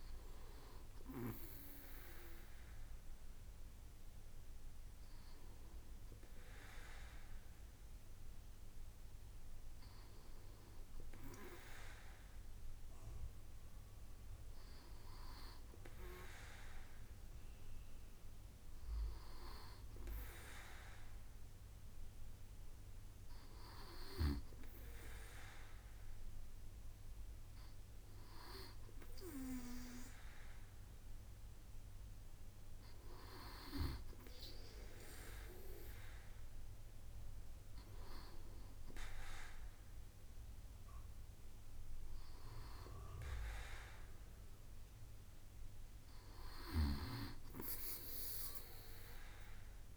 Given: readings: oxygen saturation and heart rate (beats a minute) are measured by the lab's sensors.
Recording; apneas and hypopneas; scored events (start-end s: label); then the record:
breathing in sleep by a room microphone; none
none scored
From the record:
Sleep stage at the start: N2 (light sleep); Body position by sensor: on the right side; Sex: male